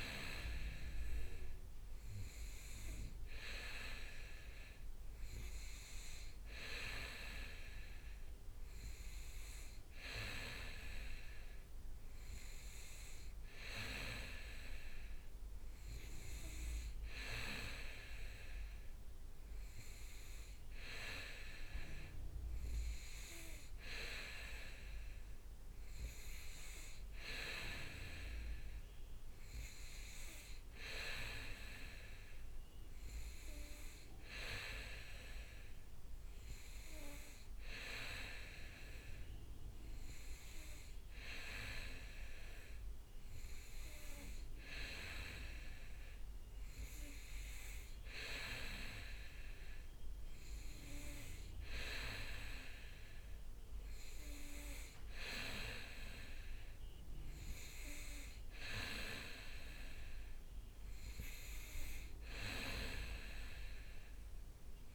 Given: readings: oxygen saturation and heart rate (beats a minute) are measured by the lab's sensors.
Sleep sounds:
breathing in sleep by a room microphone; none
9.00-15.50 s: leg movement (device-marked)
21.00-30.00 s: leg movement (device-marked)
35.50-38.00 s: leg movement (device-marked)
From the record:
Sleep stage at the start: N2 (light sleep); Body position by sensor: on the back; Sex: male

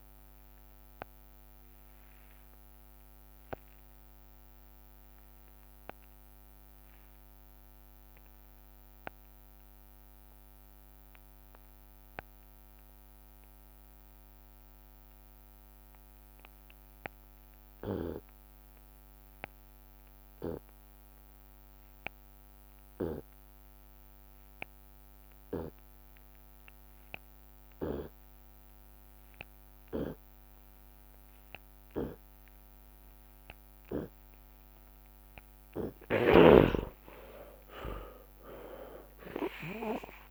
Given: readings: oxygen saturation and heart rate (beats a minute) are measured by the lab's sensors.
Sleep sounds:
breathing in sleep by a microphone on the trachea; 1
0.00-27.00 s: tachycardia (device-marked, heart rate 170 extreme)
0.50-2.50 s: long interval between heartbeats (device-marked, heart rate 74 before, 59 extreme)
1.50-34.00 s: obstructive apnea (oxygen 99% before, 72% lowest)
2.50-4.50 s: long interval between heartbeats (device-marked, heart rate 76 before, 139 extreme)
3.00-13.00 s: drop in pulse transit time (device-marked, heart rate 79 before, 129 extreme)
8.00-10.00 s: long interval between heartbeats (device-marked, heart rate 92 before, 163 extreme)
9.00-22.00 s: oxygen desaturation (device-marked, oxygen 97% before, 72% lowest)
11.00-13.00 s: long interval between heartbeats (device-marked, heart rate 103 before, 164 extreme)
13.00-15.00 s: long interval between heartbeats (device-marked, heart rate 111 before, 157 extreme)
15.00-17.00 s: long interval between heartbeats (device-marked, heart rate 118 before, 147 extreme)
19.50-21.50 s: long interval between heartbeats (device-marked, heart rate 142 before, 134 extreme)
25.00-27.00 s: long interval between heartbeats (device-marked, heart rate 148 before, 119 extreme)
27.00-29.00 s: drop in pulse transit time (device-marked, heart rate 146 before, 121 extreme)
28.50-30.50 s: long interval between heartbeats (device-marked, heart rate 145 before, 116 extreme)
30.00-38.00 s: tachycardia (device-marked, heart rate 71 before, 130 extreme)
31.00-32.00 s: drop in pulse transit time (device-marked, heart rate 137 before, 82 extreme)
32.50-34.50 s: long interval between heartbeats (device-marked, heart rate 133 before, 85 extreme)
36.00-38.00 s: long interval between heartbeats (device-marked, heart rate 122 before, 130 extreme)
36.00-40.31 s: snoring (device-marked)
36.50-40.31 s: arousal
From the record:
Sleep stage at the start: N2 (light sleep); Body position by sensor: on the left side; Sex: male

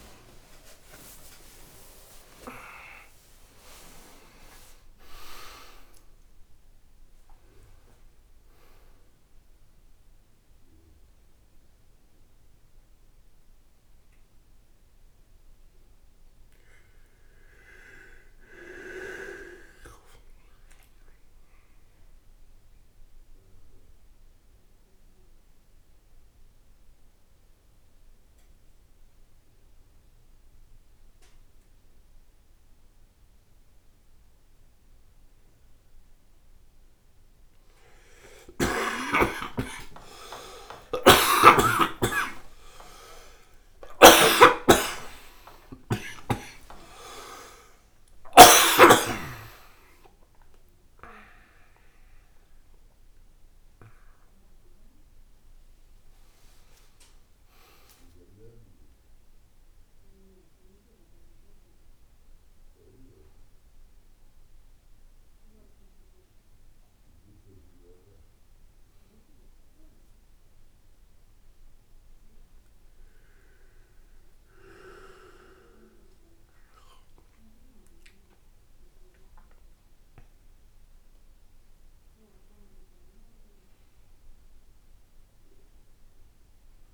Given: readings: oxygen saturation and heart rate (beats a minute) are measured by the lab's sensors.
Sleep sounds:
a person partly awake in a sleep study, by a room microphone; 2
16.50-86.94 s: new sleep stage, N1 (lightest sleep)
18.50-34.00 s: hypopnea (oxygen 97% before, 94% lowest, heart rate 72 before, 55 extreme, up 6 after)
40.50-45.50 s: arousal
40.50-48.50 s: snoring (device-marked)
45.50-47.50 s: oxygen desaturation (device-marked, oxygen 98% before, 94% lowest, heart rate 60 before, 62 extreme)
65.50-69.00 s: arousal
71.00-82.00 s: obstructive apnea (oxygen 100% before, 92% lowest, heart rate 79 before, 63 extreme, up 10 after)
77.50-86.94 s: oxygen desaturation (device-marked, oxygen 100% before, 95% lowest, heart rate 70 before, 63 extreme)
85.50-86.94 s: arousal
From the record:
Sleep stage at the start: awake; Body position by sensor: on the back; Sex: male

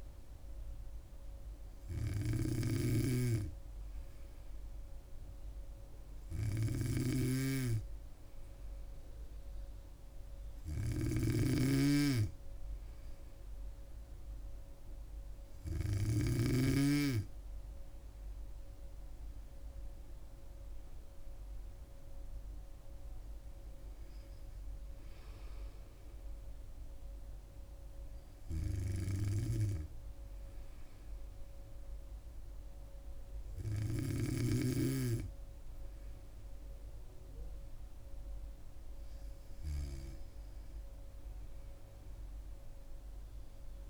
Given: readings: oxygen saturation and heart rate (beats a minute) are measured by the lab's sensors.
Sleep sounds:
breathing in sleep by a room microphone; none
0.00-16.50 s: snoring (device-marked)
From the record:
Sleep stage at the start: N2 (light sleep); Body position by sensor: on the back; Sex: female

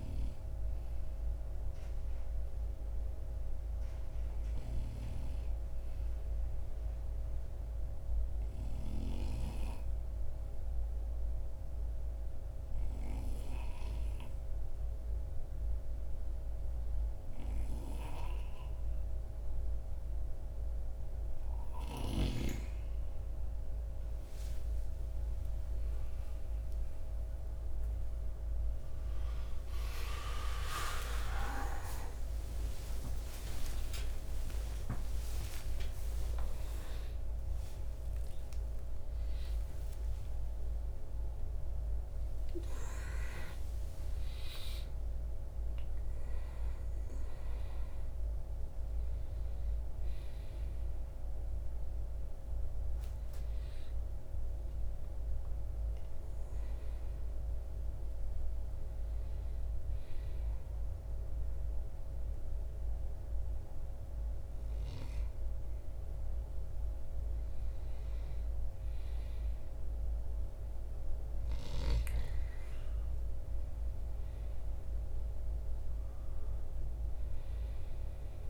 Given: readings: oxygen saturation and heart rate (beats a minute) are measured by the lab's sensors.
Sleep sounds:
a person partly awake in a sleep study, by a room microphone; 1
0.00-1.50 s: oxygen desaturation (device-marked, oxygen 90% lowest)
6.00-21.00 s: obstructive apnea (oxygen 96% before, 91% lowest)
13.50-43.50 s: new sleep stage, awake
43.50-73.50 s: new sleep stage, N1 (lightest sleep)
73.50-78.50 s: new sleep stage, N2 (light sleep)
74.50-78.50 s: oxygen desaturation (device-marked, oxygen 97% before, 92% lowest, heart rate 64 before, 54 extreme)
From the record:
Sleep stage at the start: N2 (light sleep); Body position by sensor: on the back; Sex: male

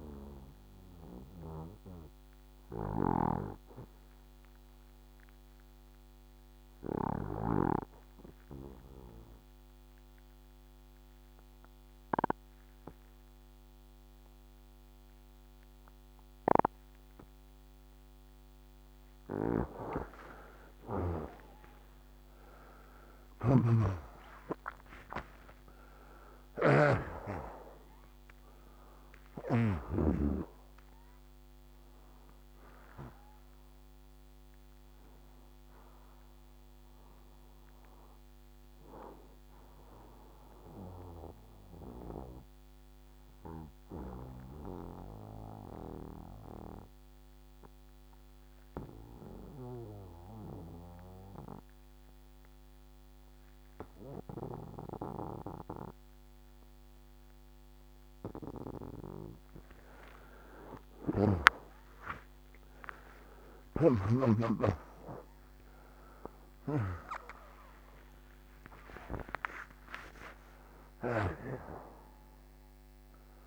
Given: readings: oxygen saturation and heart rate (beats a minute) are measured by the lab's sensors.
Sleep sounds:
breathing in sleep by a microphone on the trachea; 2
7.50-19.50 s: obstructive apnea (oxygen 94% before, 87% lowest, heart rate 71 before, 60 extreme, up 21 after)
15.50-27.50 s: oxygen desaturation (device-marked, oxygen 94% before, 91% lowest, heart rate 65 before, 60 extreme)
20.50-26.00 s: arousal
38.50-49.50 s: oxygen desaturation (device-marked, oxygen 93% before, 90% lowest, heart rate 75 before, 60 extreme)
43.00-59.00 s: obstructive apnea (oxygen 94% before, 87% lowest, heart rate 75 before, 60 extreme, up 30 after)
62.00-67.00 s: arousal
71.50-73.47 s: oxygen desaturation (device-marked, oxygen 97% before, 87% lowest, heart rate 82 before, 64 extreme)
From the record:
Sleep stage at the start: N2 (light sleep); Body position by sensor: on the right side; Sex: male

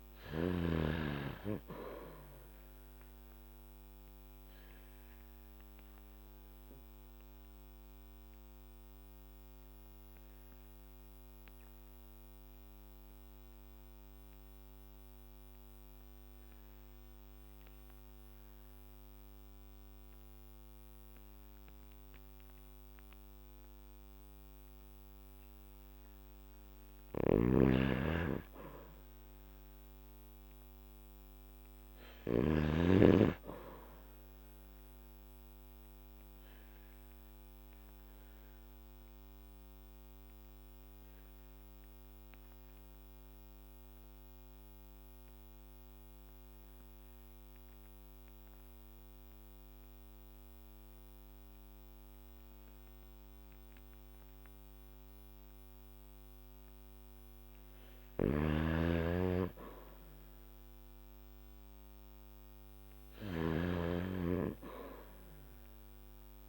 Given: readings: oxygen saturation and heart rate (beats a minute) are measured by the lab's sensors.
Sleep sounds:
breathing in sleep by a microphone on the trachea; 2
0.00-1.00 s: arousal
5.00-27.00 s: obstructive apnea (oxygen 97% before, 91% lowest, heart rate 53 before, 48 extreme, up 5 after)
23.00-36.00 s: oxygen desaturation (device-marked, oxygen 96% before, 91% lowest, heart rate 54 before, 48 extreme)
27.00-32.50 s: snoring (device-marked)
28.50-32.50 s: arousal
35.00-57.00 s: obstructive apnea (oxygen 97% before, 91% lowest, heart rate 52 before, 47 extreme, up 7 after)
55.00-66.49 s: oxygen desaturation (device-marked, oxygen 97% before, 91% lowest, heart rate 52 before, 47 extreme)
58.00-63.50 s: snoring (device-marked)
59.50-63.50 s: arousal
From the record:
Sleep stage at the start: N2 (light sleep); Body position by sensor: on the back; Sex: male

